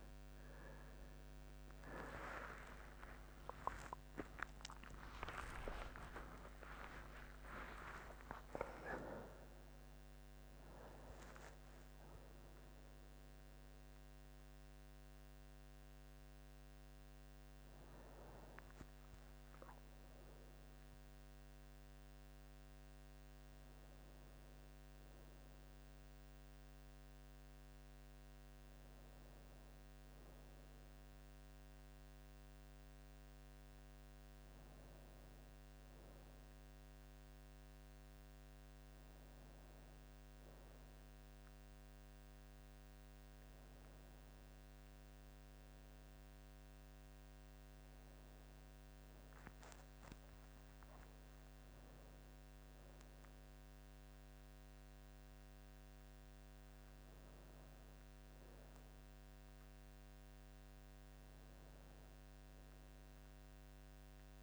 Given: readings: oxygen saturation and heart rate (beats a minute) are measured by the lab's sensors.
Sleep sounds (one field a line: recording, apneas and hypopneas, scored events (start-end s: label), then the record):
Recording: breathing in sleep by a microphone on the trachea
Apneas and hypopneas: none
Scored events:
1.50-8.00 s: arousal
38.50-64.43 s: new sleep stage, N2 (light sleep)
49.50-55.00 s: arousal
From the record:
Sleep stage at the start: N1 (lightest sleep)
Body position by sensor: on the back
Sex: male